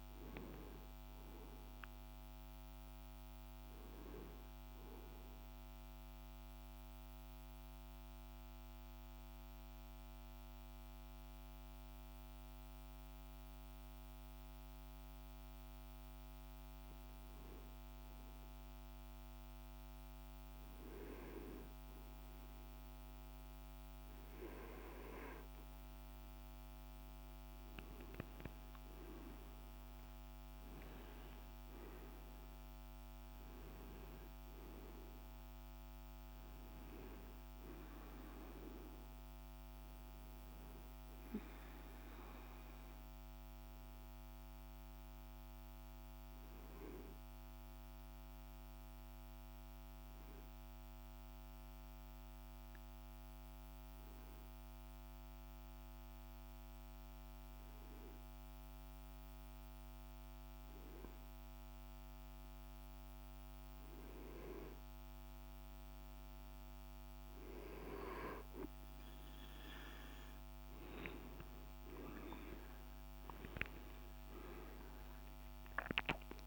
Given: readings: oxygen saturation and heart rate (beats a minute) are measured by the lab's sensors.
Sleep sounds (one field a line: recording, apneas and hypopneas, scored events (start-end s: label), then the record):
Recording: breathing in sleep by a microphone on the trachea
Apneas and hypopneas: 2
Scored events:
0.00-4.00 s: oxygen desaturation (device-marked, oxygen 91% lowest, heart rate 48 extreme)
4.50-15.50 s: central apnea (oxygen 98% before, 93% lowest, heart rate 128 before, 38 extreme, up 3 after)
17.50-20.50 s: arousal
23.00-53.00 s: oxygen desaturation (device-marked, oxygen 99% before, 93% lowest)
28.00-76.47 s: new sleep stage, N2 (light sleep)
47.00-63.00 s: obstructive apnea (oxygen 98% before, 93% lowest)
68.00-76.47 s: oxygen desaturation (device-marked, oxygen 98% before, 93% lowest)
69.50-75.50 s: arousal
From the record:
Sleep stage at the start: N1 (lightest sleep)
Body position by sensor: on the right side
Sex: male